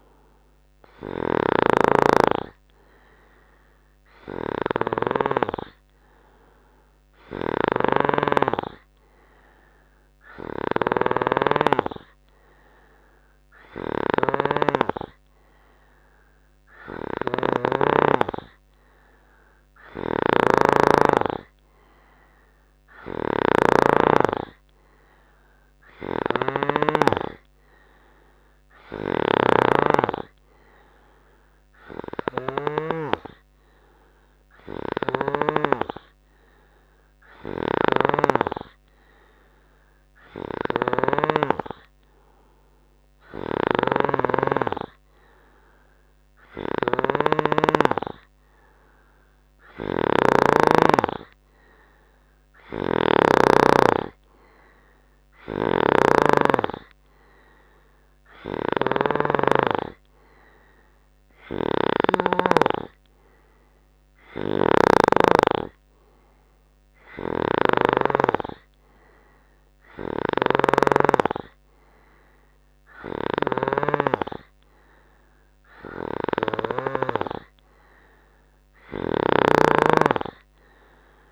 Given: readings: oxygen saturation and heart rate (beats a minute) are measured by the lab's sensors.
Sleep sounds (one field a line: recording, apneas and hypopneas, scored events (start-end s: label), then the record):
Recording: breathing in sleep by a microphone on the trachea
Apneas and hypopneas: none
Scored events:
0.00-35.50 s: snoring (device-marked)
37.50-41.50 s: snoring (device-marked)
43.50-56.50 s: snoring (device-marked)
58.50-62.50 s: snoring (device-marked)
64.50-77.00 s: snoring (device-marked)
79.00-81.32 s: snoring (device-marked)
From the record:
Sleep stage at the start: N3 (deep sleep)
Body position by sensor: on the right side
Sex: male